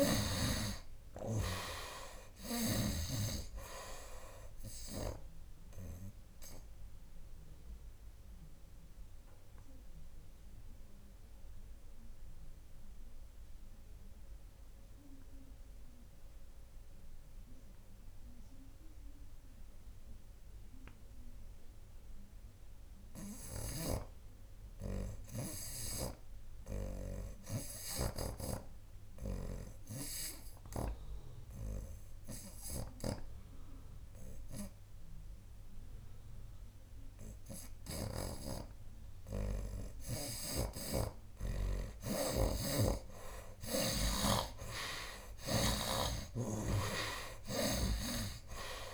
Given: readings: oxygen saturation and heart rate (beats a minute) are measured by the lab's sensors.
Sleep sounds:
breathing in sleep by a room microphone; 1
0.00-1.50 s: snoring (device-marked)
0.00-2.00 s: arousal
6.00-40.00 s: obstructive apnea (oxygen 86% before, 53% lowest, heart rate 87 before, 72 extreme, up 9 after)
7.50-19.50 s: oxygen desaturation (device-marked, oxygen 86% before, 60% lowest, heart rate 88 before, 72 extreme)
21.50-48.94 s: oxygen desaturation (device-marked, oxygen 91% before, 53% lowest, heart rate 85 before, 74 extreme)
23.50-28.50 s: snoring (device-marked)
33.00-38.50 s: snoring (device-marked)
40.50-44.00 s: snoring (device-marked)
42.50-47.50 s: arousal
46.00-48.94 s: snoring (device-marked)
From the record:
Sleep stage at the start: N2 (light sleep); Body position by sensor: on the right side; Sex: male

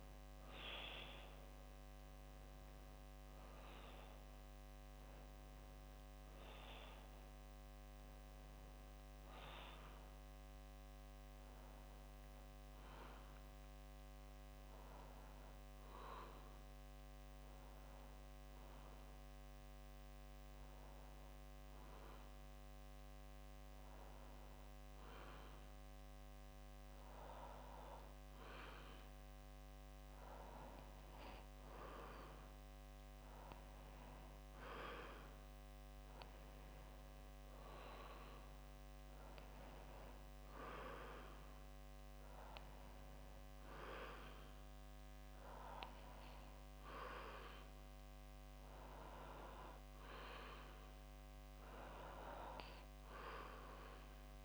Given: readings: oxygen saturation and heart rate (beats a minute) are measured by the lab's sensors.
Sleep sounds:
breathing in sleep by a microphone on the trachea; 1
9.50-29.00 s: obstructive apnea (oxygen 95% before, 93% lowest, heart rate 66 before, 59 extreme, up 5 after)
13.50-17.50 s: bradycardia (device-marked, heart rate 65 before, 59 extreme)
32.00-35.50 s: arousal
42.50-54.45 s: new sleep stage, REM sleep
From the record:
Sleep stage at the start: N2 (light sleep); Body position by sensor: on the back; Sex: male

